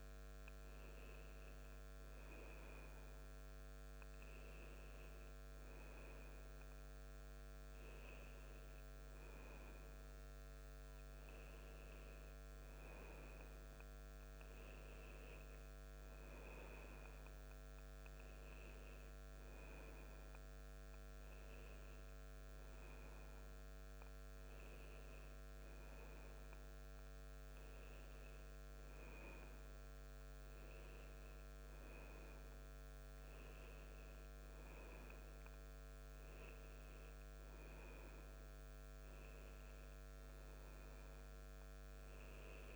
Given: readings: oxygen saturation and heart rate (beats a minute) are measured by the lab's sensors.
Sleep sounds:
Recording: a person awake in a sleep study, hard to hear, by a microphone on the trachea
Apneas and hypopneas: none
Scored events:
none scored
From the record:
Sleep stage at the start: awake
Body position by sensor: on the back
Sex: male

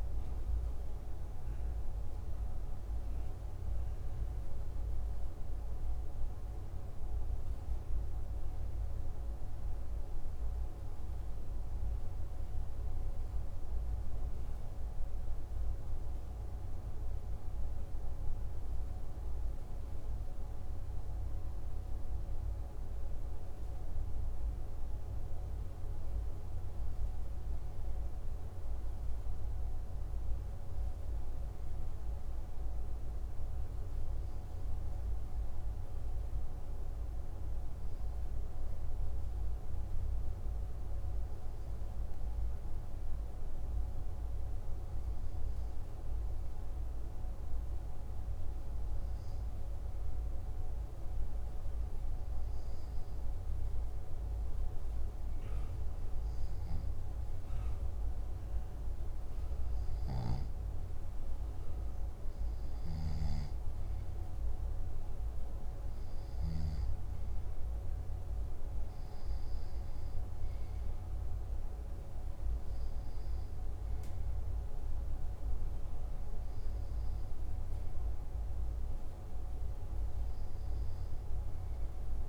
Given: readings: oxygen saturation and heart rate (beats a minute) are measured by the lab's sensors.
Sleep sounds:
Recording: breathing in sleep, hard to hear, by a room microphone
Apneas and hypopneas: none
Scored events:
none scored
From the record:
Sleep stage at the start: N2 (light sleep)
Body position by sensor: on the back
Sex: male

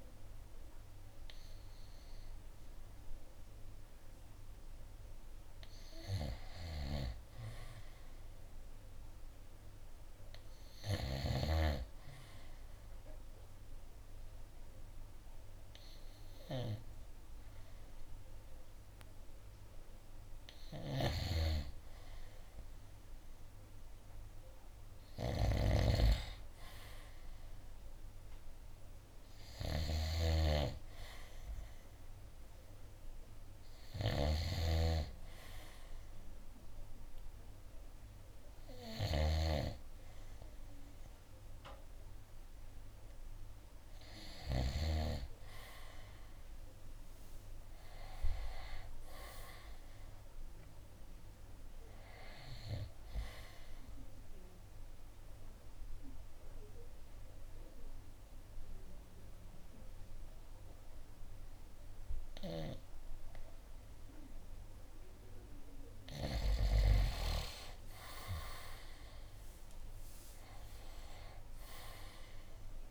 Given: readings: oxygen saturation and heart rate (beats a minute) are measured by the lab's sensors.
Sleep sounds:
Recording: breathing in sleep by a room microphone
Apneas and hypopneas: 1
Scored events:
21.00-45.00 s: snoring (device-marked)
33.00-40.00 s: oxygen desaturation (device-marked, oxygen 94% before, 91% lowest, heart rate 66 before, 60 extreme)
53.50-66.00 s: obstructive apnea (oxygen 94% before, 92% lowest, heart rate 68 before, 58 extreme, up 16 after)
69.00-72.91 s: arousal
70.00-72.91 s: drop in pulse transit time (device-marked, heart rate 67 before, 58 extreme)
From the record:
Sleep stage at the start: N2 (light sleep)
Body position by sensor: on the right side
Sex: male

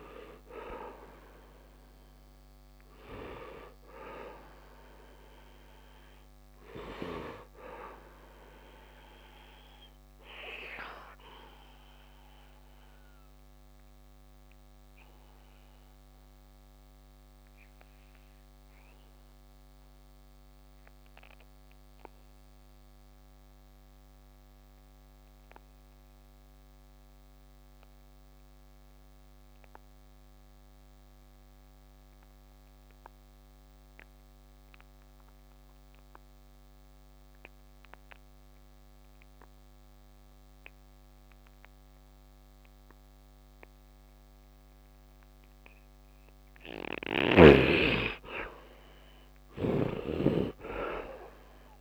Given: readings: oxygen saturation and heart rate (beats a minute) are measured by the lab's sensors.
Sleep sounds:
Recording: breathing in sleep by a microphone on the trachea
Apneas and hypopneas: 1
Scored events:
0.00-16.50 s: oxygen desaturation (device-marked, oxygen 65% lowest, heart rate 67 extreme)
6.50-47.00 s: obstructive apnea (oxygen 98% before, 63% lowest, heart rate 79 before, 67 extreme, up 9 after)
25.50-51.81 s: oxygen desaturation (device-marked, oxygen 100% before, 63% lowest, heart rate 70 before, 73 extreme)
48.50-51.81 s: arousal
49.50-51.81 s: snoring (device-marked)
From the record:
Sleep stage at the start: N2 (light sleep)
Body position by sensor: on the back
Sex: male

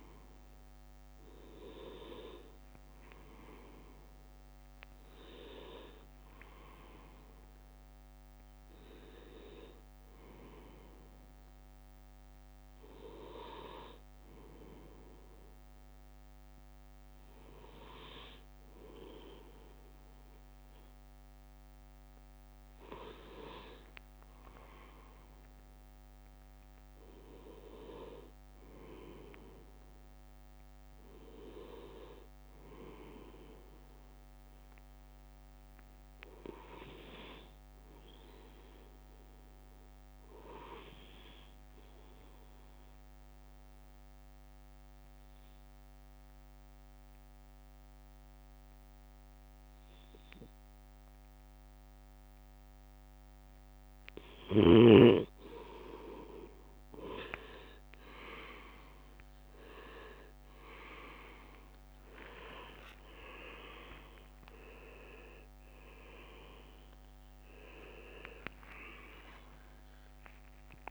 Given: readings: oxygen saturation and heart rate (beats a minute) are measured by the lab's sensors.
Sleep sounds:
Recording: breathing in sleep by a microphone on the trachea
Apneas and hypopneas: 2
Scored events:
10.50-21.00 s: hypopnea (oxygen 98% before, 94% lowest, heart rate 61 before, 57 extreme, up 6 after)
23.50-29.00 s: arousal
38.00-55.00 s: obstructive apnea (oxygen 97% before, 94% lowest, heart rate 60 before, 56 extreme, up 12 after)
61.00-66.00 s: leg movement (device-marked)
61.50-70.91 s: drop in pulse transit time (device-marked, heart rate 59 before, 58 extreme)
62.00-68.50 s: arousal
67.00-70.91 s: leg movement (device-marked)
From the record:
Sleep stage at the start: N2 (light sleep)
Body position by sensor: on the back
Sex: male

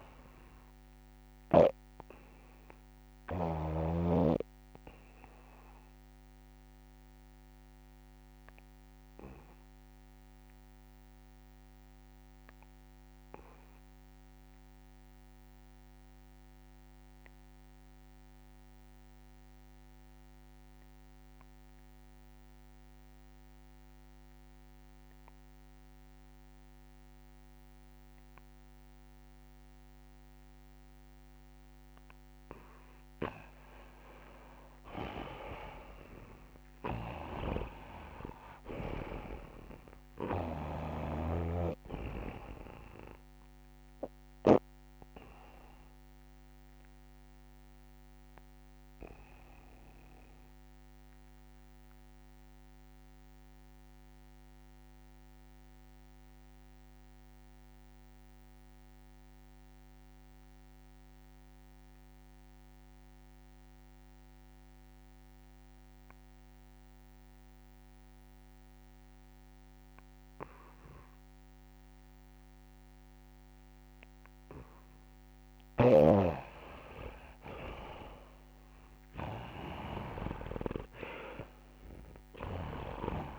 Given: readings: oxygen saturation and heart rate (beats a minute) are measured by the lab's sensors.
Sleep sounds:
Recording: breathing in sleep by a microphone on the trachea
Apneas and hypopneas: 2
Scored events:
0.00-1.00 s: arousal
0.00-1.50 s: snoring (device-marked)
0.00-21.50 s: oxygen desaturation (device-marked, oxygen 81% lowest, heart rate 65 extreme)
7.00-32.00 s: obstructive apnea (oxygen 97% before, 79% lowest, heart rate 73 before, 65 extreme, up 13 after)
33.50-58.50 s: oxygen desaturation (device-marked, oxygen 98% before, 79% lowest, heart rate 69 before, 49 extreme)
34.00-38.50 s: arousal
37.00-40.50 s: snoring (device-marked)
38.50-40.50 s: long interval between heartbeats (device-marked, heart rate 69 before, 71 extreme)
40.50-42.50 s: long interval between heartbeats (device-marked, heart rate 69 before, 79 extreme)
48.50-74.50 s: obstructive apnea (oxygen 99% before, 79% lowest, heart rate 73 before, 49 extreme, up 4 after)
71.50-83.38 s: oxygen desaturation (device-marked, oxygen 99% before, 80% lowest, heart rate 68 before, 49 extreme)
75.50-83.00 s: snoring (device-marked)
76.50-79.50 s: arousal
77.00-79.00 s: long interval between heartbeats (device-marked, heart rate 69 before, 72 extreme)
79.50-81.50 s: long interval between heartbeats (device-marked, heart rate 69 before, 50 extreme)
From the record:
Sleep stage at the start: N2 (light sleep)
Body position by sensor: on the back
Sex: male

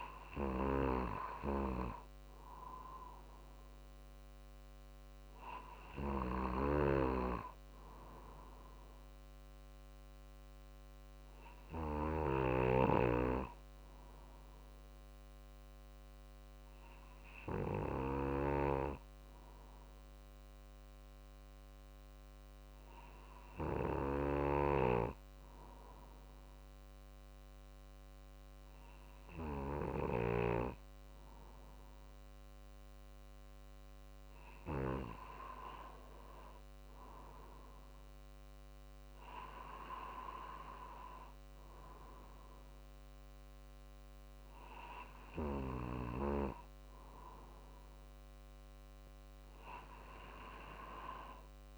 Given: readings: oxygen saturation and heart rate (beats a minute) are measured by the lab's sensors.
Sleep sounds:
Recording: breathing in sleep by a microphone on the trachea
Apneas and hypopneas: 1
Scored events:
13.00-32.00 s: hypopnea (oxygen 96% before, 93% lowest, heart rate 51 before, 49 extreme, up 3 after)
23.50-40.50 s: oxygen desaturation (device-marked, oxygen 96% before, 93% lowest, heart rate 50 before, 48 extreme)
40.50-45.50 s: arousal
From the record:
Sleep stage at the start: N2 (light sleep)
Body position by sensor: on the right side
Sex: male

